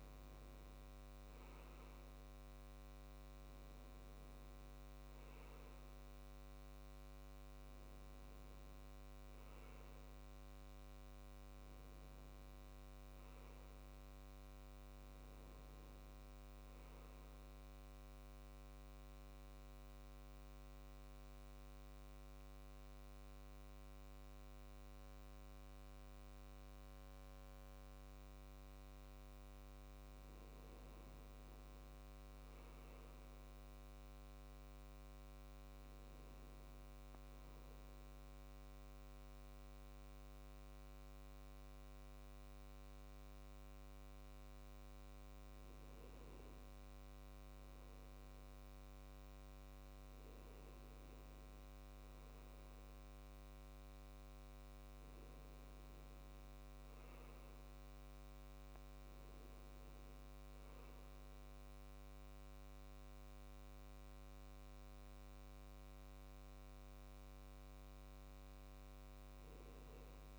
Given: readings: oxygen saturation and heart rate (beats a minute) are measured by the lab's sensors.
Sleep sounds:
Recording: breathing in sleep, hard to hear, by a microphone on the trachea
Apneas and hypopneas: 2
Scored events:
0.00-26.50 s: oxygen desaturation (device-marked, oxygen 92% lowest, heart rate 64 extreme)
14.50-17.00 s: arousal
19.50-30.00 s: central apnea (oxygen 95% before, 92% lowest, heart rate 69 before, 64 extreme, up 3 after)
31.50-34.00 s: arousal
38.00-48.00 s: obstructive apnea (oxygen 99% before, 91% lowest, heart rate 69 before, 64 extreme, up 6 after)
50.50-54.00 s: arousal
From the record:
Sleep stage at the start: N2 (light sleep)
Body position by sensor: on the back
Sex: male

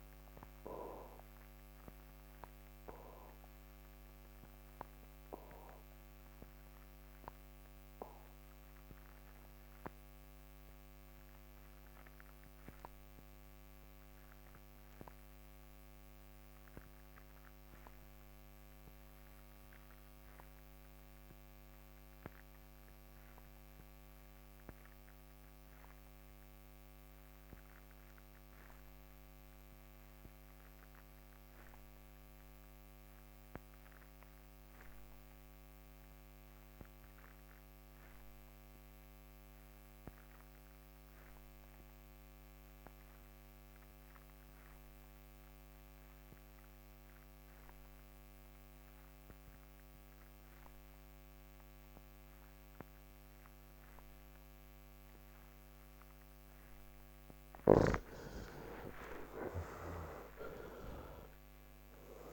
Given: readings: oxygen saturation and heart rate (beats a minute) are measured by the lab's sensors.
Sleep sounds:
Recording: breathing in sleep by a microphone on the trachea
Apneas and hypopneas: 1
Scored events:
0.00-16.50 s: oxygen desaturation (device-marked, oxygen 77% lowest, heart rate 40 extreme)
1.00-56.50 s: obstructive apnea (oxygen 98% before, 67% lowest, heart rate 128 before, 40 extreme)
21.50-62.33 s: oxygen desaturation (device-marked, oxygen 97% before, 67% lowest, heart rate 99 before, 51 extreme)
From the record:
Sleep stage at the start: N3 (deep sleep)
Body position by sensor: on the back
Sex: male

